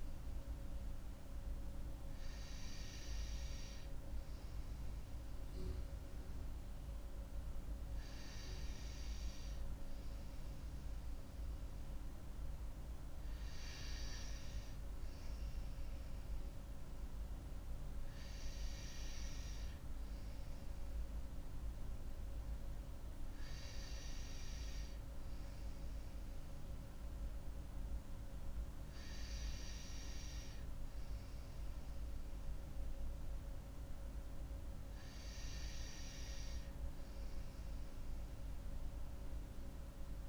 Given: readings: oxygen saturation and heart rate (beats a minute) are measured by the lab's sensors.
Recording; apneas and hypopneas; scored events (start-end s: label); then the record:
breathing in sleep, hard to hear, by a room microphone; none
none scored
From the record:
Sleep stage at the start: N2 (light sleep); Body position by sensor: on the right side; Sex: female